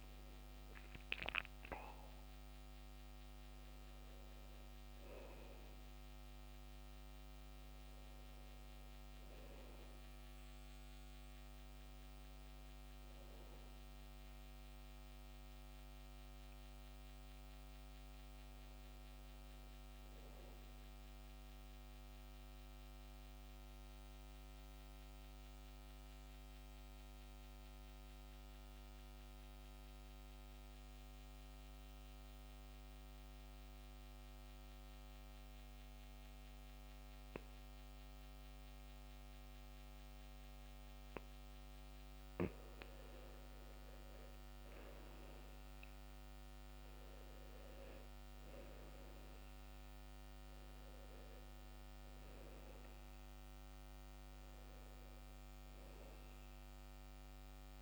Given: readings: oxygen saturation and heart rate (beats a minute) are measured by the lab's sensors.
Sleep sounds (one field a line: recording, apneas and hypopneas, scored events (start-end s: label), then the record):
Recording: breathing in sleep, hard to hear, by a microphone on the trachea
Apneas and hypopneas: 1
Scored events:
0.00-23.00 s: oxygen desaturation (device-marked, oxygen 85% lowest, heart rate 60 extreme)
22.00-42.50 s: mixed apnea (oxygen 91% before, 90% lowest, heart rate 67 before, 60 extreme, up 11 after)
45.00-48.50 s: arousal
46.00-57.82 s: oxygen desaturation (device-marked, oxygen 98% before, 90% lowest, heart rate 62 before, 61 extreme)
From the record:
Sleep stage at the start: REM sleep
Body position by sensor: on the back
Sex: male